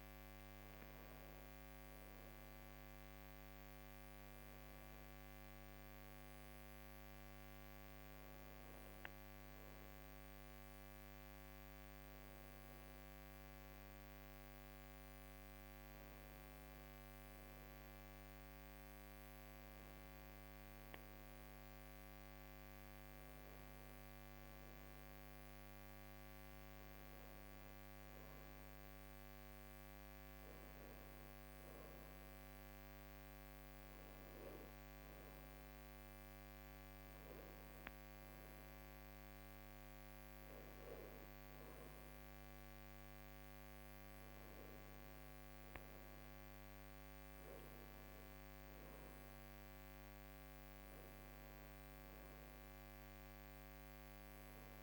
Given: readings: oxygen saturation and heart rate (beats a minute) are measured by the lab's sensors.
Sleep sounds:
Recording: breathing in sleep, hard to hear, by a microphone on the trachea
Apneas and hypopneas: none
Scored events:
19.50-49.50 s: oxygen desaturation (device-marked, oxygen 98% before, 94% lowest, heart rate 78 before, 79 extreme)
49.50-54.83 s: new sleep stage, N2 (light sleep)
From the record:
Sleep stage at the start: N1 (lightest sleep)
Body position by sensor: on the right side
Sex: female

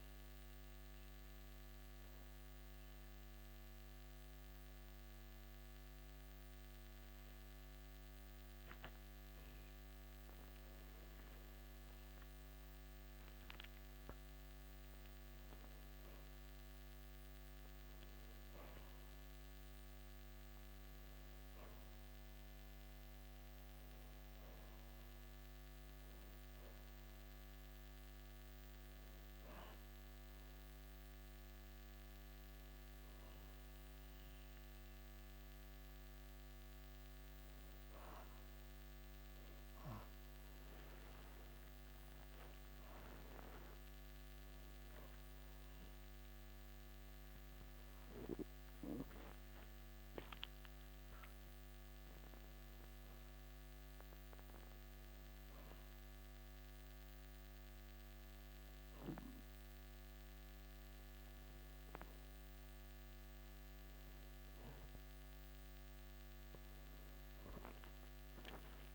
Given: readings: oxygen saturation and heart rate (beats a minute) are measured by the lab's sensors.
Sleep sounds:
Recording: a person partly awake in a sleep study, hard to hear, by a microphone on the trachea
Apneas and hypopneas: 1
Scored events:
1.00-12.00 s: hypopnea (oxygen 96% before, 92% lowest, heart rate 60 before, 54 extreme, up 15 after)
13.00-17.00 s: arousal
25.00-44.00 s: oxygen desaturation (device-marked, oxygen 96% before, 92% lowest, heart rate 63 before, 55 extreme)
43.00-68.95 s: new sleep stage, awake
From the record:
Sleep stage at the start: N2 (light sleep)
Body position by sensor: on the back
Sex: male

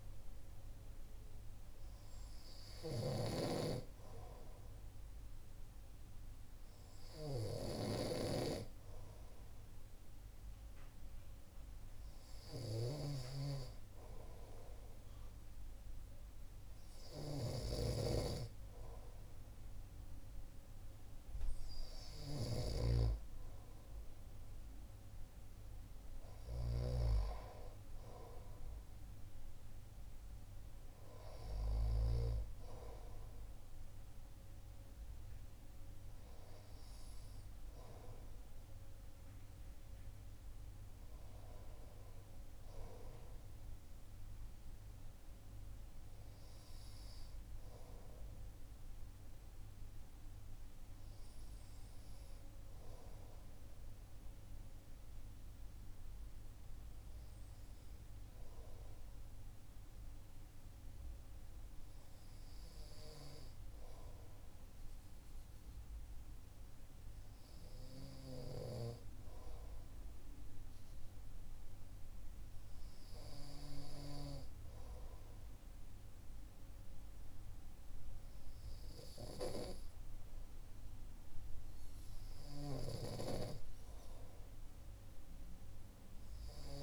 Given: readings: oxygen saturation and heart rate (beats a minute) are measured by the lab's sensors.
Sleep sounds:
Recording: breathing in sleep by a room microphone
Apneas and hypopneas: none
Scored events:
0.00-32.00 s: snoring (device-marked)
36.50-86.83 s: new sleep stage, REM sleep
83.00-86.83 s: snoring (device-marked)
From the record:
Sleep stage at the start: N2 (light sleep)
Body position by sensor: on the right side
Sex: male

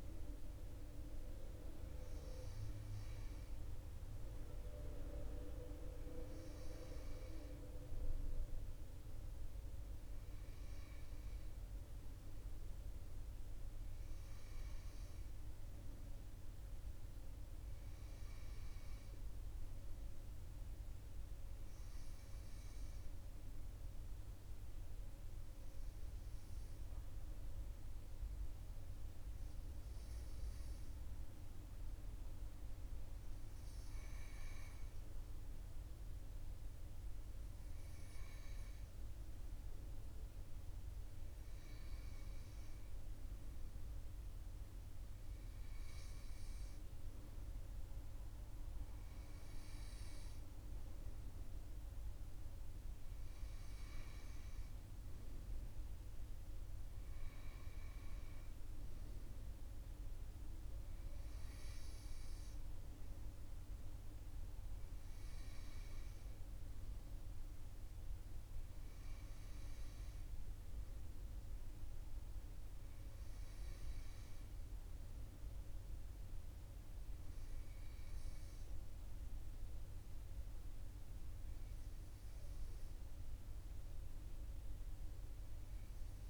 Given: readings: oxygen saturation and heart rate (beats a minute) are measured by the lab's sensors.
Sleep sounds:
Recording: breathing in sleep by a room microphone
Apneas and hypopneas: 1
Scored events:
21.50-35.00 s: obstructive apnea (oxygen 97% before, 96% lowest, heart rate 42 before, 42 extreme, up 1 after)
37.50-42.00 s: arousal
From the record:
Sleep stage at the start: N2 (light sleep)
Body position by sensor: on the right side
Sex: male

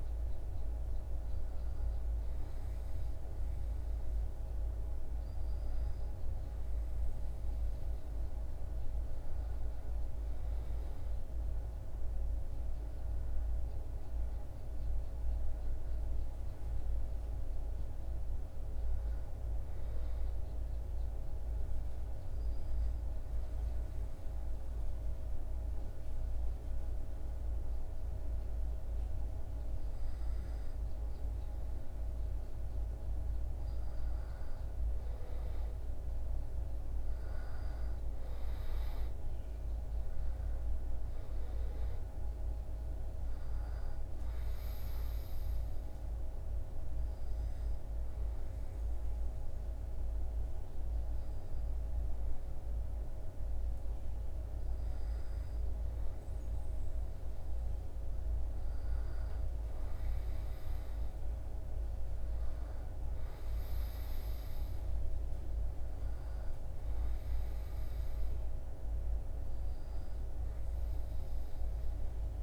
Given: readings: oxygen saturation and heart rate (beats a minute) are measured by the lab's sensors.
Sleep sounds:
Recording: breathing in sleep, hard to hear, by a room microphone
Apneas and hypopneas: 2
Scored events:
10.50-15.50 s: arousal
20.00-32.00 s: hypopnea (oxygen 96% before, 94% lowest, heart rate 75 before, 69 extreme, up 7 after)
34.50-39.00 s: arousal
44.00-55.50 s: hypopnea (oxygen 96% before, 94% lowest, heart rate 73 before, 72 extreme, up 2 after)
58.00-60.50 s: arousal
From the record:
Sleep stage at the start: N2 (light sleep)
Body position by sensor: on the back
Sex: male

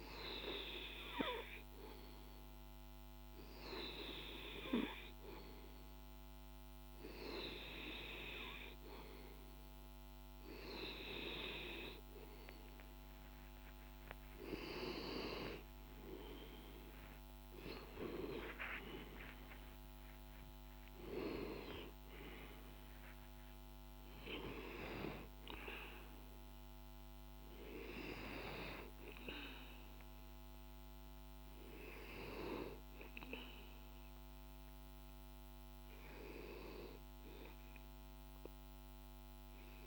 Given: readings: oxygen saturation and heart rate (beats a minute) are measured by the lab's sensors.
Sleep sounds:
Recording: breathing in sleep by a microphone on the trachea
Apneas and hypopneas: none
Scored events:
13.00-18.00 s: arousal
From the record:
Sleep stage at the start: N2 (light sleep)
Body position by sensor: on the back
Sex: male

